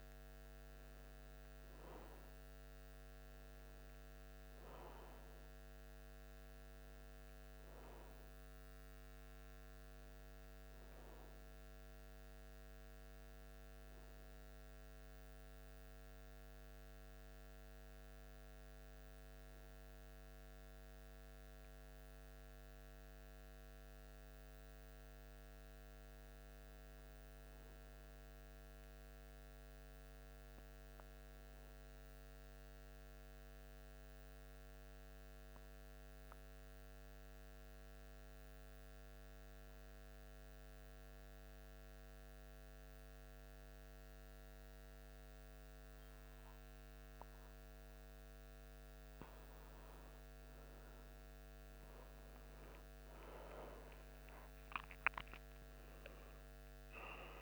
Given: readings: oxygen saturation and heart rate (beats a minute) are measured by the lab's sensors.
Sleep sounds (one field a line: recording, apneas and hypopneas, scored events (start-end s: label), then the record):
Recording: breathing in sleep, hard to hear, by a microphone on the trachea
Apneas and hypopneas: 1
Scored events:
0.00-2.50 s: oxygen desaturation (device-marked, oxygen 92% lowest, heart rate 72 extreme)
24.50-27.50 s: arousal
31.50-38.50 s: oxygen desaturation (device-marked, oxygen 95% before, 92% lowest, heart rate 75 before, 76 extreme)
31.50-49.00 s: mixed apnea (oxygen 95% before, 92% lowest, heart rate 75 before, 76 extreme, up 1 after)
51.00-54.50 s: arousal
From the record:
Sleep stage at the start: N1 (lightest sleep)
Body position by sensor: on the back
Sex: male